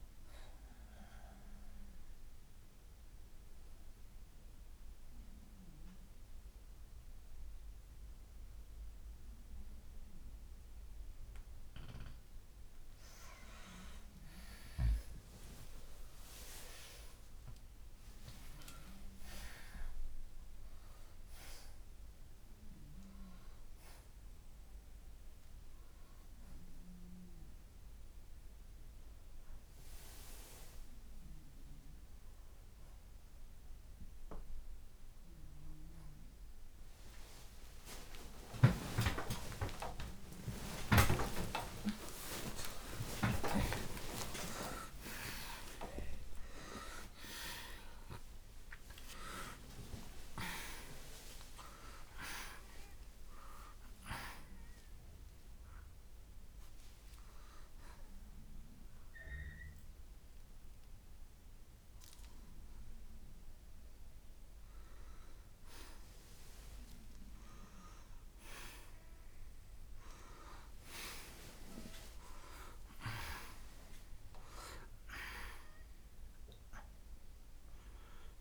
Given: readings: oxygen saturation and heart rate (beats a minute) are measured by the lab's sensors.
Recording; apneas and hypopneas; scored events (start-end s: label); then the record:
a person partly awake in a sleep study, by a room microphone; 1
1.50-12.50 s: central apnea (oxygen 95% before, 85% lowest, heart rate 68 before, 58 extreme, up 18 after)
2.50-14.50 s: oxygen desaturation (device-marked, oxygen 95% before, 89% lowest, heart rate 68 before, 58 extreme)
23.50-53.50 s: new sleep stage, awake
32.50-42.50 s: oxygen desaturation (device-marked, oxygen 93% before, 85% lowest, heart rate 69 before, 28 extreme)
53.50-78.41 s: new sleep stage, N1 (lightest sleep)
60.50-75.50 s: oxygen desaturation (device-marked, oxygen 94% before, 90% lowest, heart rate 77 before, 66 extreme)
From the record:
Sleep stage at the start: N2 (light sleep); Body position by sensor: on the right side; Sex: male